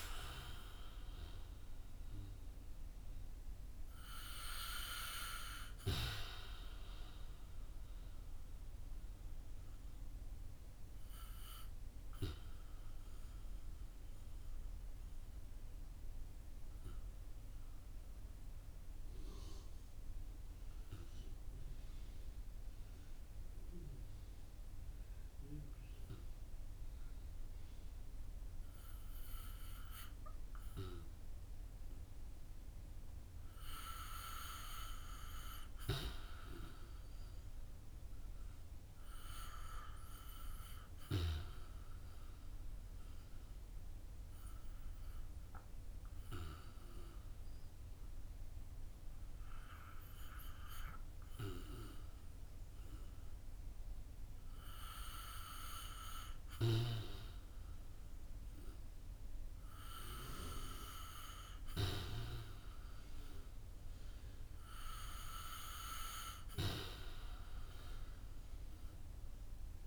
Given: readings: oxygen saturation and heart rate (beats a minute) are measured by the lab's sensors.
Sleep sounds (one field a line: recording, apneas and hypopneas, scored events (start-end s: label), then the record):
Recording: breathing in sleep by a room microphone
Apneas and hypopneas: 1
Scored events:
0.00-27.50 s: oxygen desaturation (device-marked, oxygen 83% lowest, heart rate 54 extreme)
7.50-55.00 s: obstructive apnea (oxygen 89% before, 79% lowest, heart rate 63 before, 52 extreme, up 1 after)
34.50-65.50 s: oxygen desaturation (device-marked, oxygen 95% before, 79% lowest, heart rate 58 before, 52 extreme)
56.50-60.50 s: arousal
From the record:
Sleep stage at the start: REM sleep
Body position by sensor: on the back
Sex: male